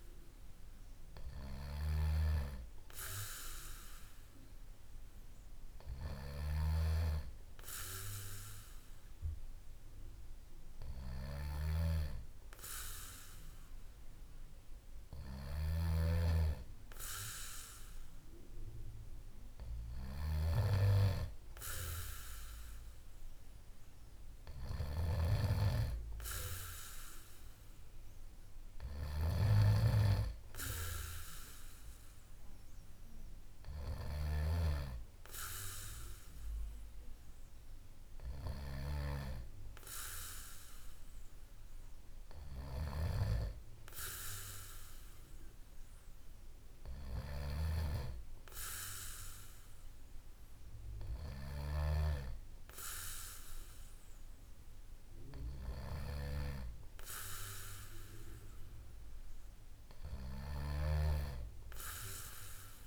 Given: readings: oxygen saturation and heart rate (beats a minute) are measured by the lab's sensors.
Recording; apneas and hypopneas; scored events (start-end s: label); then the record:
breathing in sleep by a room microphone; none
none scored
From the record:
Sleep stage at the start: N2 (light sleep); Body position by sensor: on the back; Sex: male